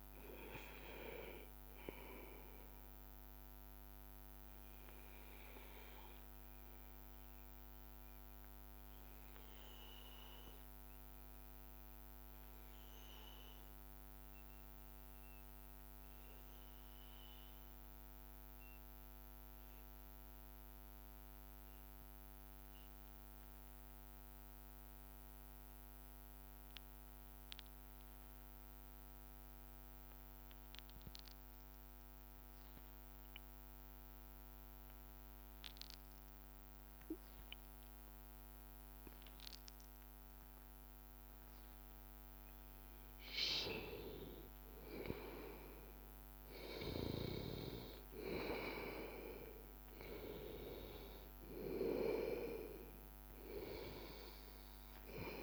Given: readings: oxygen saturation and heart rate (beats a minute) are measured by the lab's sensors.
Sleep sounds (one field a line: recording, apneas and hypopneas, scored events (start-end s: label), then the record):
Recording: breathing in sleep by a microphone on the trachea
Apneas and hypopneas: 1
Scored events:
0.00-8.50 s: oxygen desaturation (device-marked, oxygen 91% lowest, heart rate 81 extreme)
3.50-42.50 s: obstructive apnea (oxygen 96% before, 93% lowest, heart rate 85 before, 81 extreme, up 3 after)
29.50-55.43 s: oxygen desaturation (device-marked, oxygen 99% before, 93% lowest, heart rate 83 before, 80 extreme)
46.00-50.00 s: arousal
From the record:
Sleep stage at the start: N2 (light sleep)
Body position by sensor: on the back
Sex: male